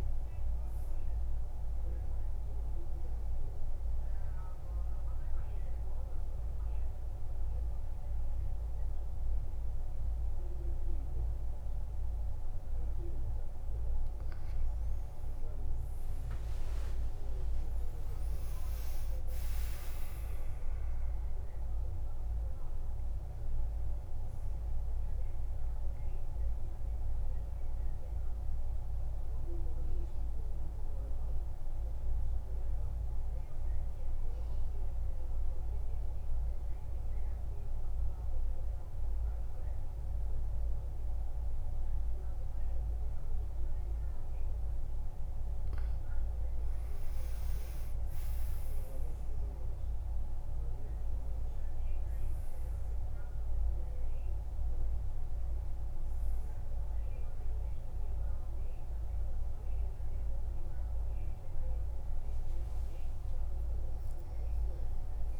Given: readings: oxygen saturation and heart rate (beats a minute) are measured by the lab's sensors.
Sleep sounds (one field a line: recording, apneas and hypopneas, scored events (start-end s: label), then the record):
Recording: breathing in sleep, hard to hear, by a room microphone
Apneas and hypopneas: 2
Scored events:
0.00-4.50 s: oxygen desaturation (device-marked, oxygen 92% lowest, heart rate 53 extreme)
2.50-14.00 s: mixed apnea (oxygen 95% before, 91% lowest, heart rate 63 before, 54 extreme, up 16 after)
16.00-21.50 s: arousal
23.50-44.50 s: oxygen desaturation (device-marked, oxygen 96% before, 91% lowest, heart rate 60 before, 54 extreme)
35.00-46.00 s: central apnea (oxygen 96% before, 91% lowest, heart rate 62 before, 54 extreme, up 14 after)
47.50-52.50 s: arousal
55.50-65.40 s: oxygen desaturation (device-marked, oxygen 97% before, 91% lowest, heart rate 60 before, 55 extreme)
From the record:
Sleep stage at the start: N2 (light sleep)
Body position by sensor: on the back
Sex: male